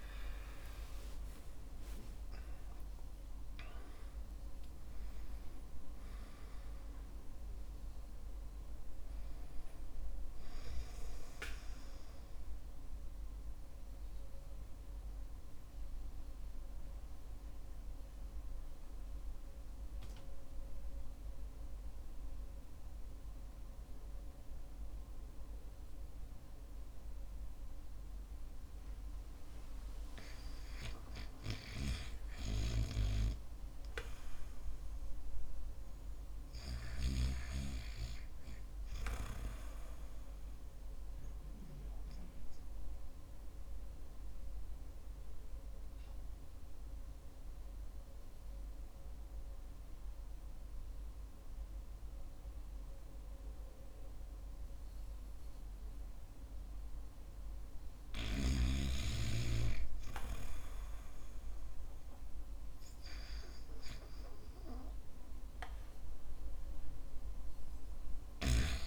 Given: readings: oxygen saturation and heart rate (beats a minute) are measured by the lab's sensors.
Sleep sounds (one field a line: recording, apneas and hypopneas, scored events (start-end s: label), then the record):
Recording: breathing in sleep by a room microphone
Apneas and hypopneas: 2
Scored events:
0.00-4.00 s: arousal
0.00-26.50 s: oxygen desaturation (device-marked, oxygen 84% lowest, heart rate 48 extreme)
14.00-29.00 s: hypopnea (oxygen 96% before, 84% lowest, heart rate 71 before, 48 extreme)
32.50-36.50 s: arousal
41.50-57.00 s: obstructive apnea (oxygen 99% before, 92% lowest, heart rate 55 before, 48 extreme, up 4 after)
43.50-63.50 s: oxygen desaturation (device-marked, oxygen 99% before, 93% lowest, heart rate 54 before, 48 extreme)
From the record:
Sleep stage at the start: REM sleep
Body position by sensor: on the back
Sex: male